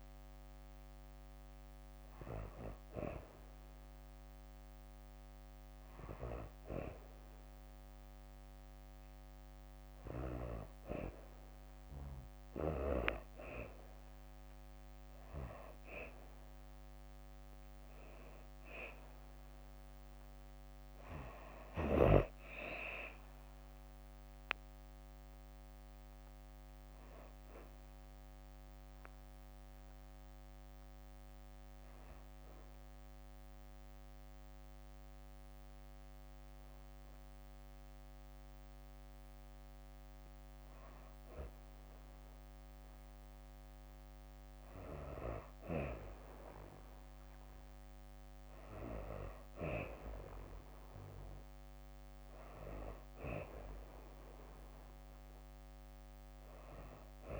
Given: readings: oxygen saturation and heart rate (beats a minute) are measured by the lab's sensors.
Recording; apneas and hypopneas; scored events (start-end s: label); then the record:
breathing in sleep by a microphone on the trachea; 1
12.00-34.00 s: drop in pulse transit time (device-marked, heart rate 67 before, 66 extreme)
14.00-18.00 s: arousal
29.00-40.50 s: hypopnea (oxygen 95% before, 92% lowest, heart rate 70 before, 64 extreme, up 2 after)
42.50-44.50 s: arousal
48.00-57.40 s: oxygen desaturation (device-marked, oxygen 97% before, 92% lowest, heart rate 65 before, 65 extreme)
From the record:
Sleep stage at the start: N2 (light sleep); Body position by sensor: on the back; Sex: female